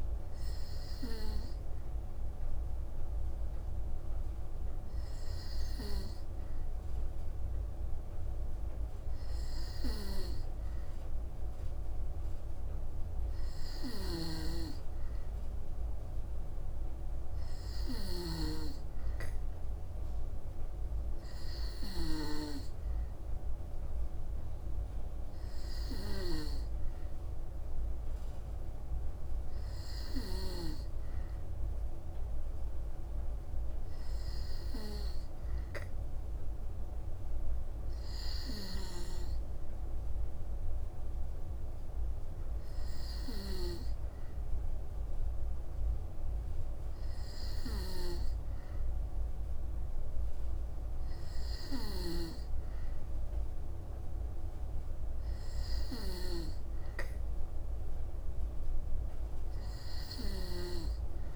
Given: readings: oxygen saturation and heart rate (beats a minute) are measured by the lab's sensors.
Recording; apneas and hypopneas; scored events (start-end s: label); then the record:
breathing in sleep by a room microphone; none
13.50-30.50 s: snoring (device-marked)
38.00-43.50 s: snoring (device-marked)
51.50-61.36 s: snoring (device-marked)
From the record:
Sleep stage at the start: N2 (light sleep); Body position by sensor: on the back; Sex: female